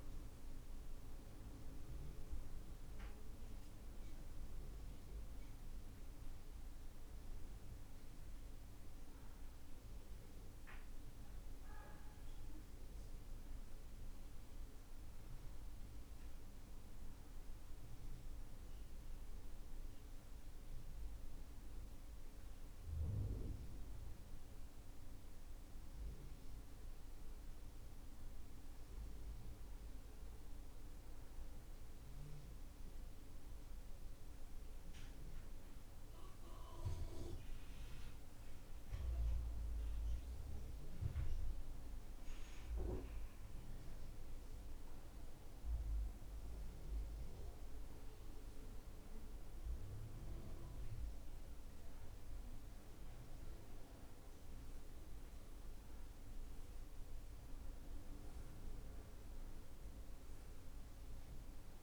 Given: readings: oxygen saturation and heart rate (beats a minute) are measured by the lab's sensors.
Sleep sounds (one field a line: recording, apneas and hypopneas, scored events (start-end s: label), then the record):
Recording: breathing in sleep, hard to hear, by a room microphone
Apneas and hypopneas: none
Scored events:
none scored
From the record:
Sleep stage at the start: N2 (light sleep)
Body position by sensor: on the right side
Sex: male